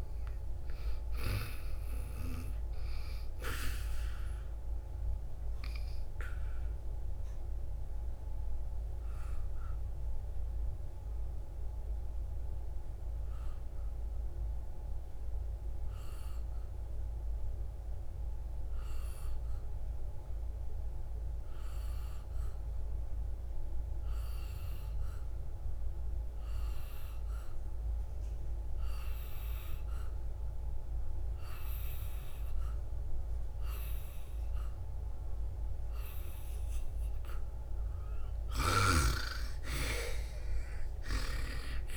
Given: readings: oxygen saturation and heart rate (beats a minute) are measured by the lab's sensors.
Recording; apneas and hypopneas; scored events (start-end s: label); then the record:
breathing in sleep by a room microphone; 1
0.00-12.00 s: oxygen desaturation (device-marked, oxygen 90% lowest, heart rate 56 extreme)
5.50-37.50 s: obstructive apnea (oxygen 97% before, 88% lowest, heart rate 64 before, 55 extreme, up 9 after)
40.50-41.97 s: arousal
From the record:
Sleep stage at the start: N2 (light sleep); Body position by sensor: on the back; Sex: female